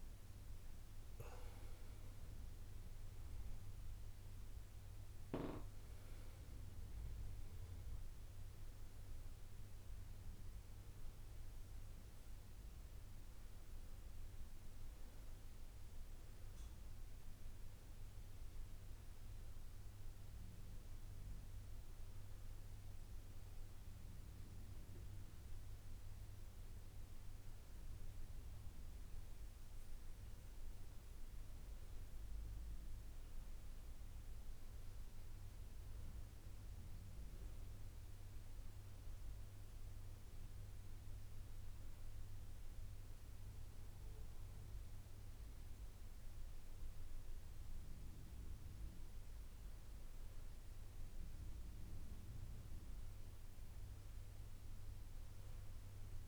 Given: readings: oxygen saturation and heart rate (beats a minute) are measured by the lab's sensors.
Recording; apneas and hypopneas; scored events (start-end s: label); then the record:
a person awake in a sleep study, hard to hear, by a room microphone; none
0.00-5.00 s: drop in pulse transit time (device-marked, heart rate 60 extreme)
From the record:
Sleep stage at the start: awake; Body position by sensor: on the back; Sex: male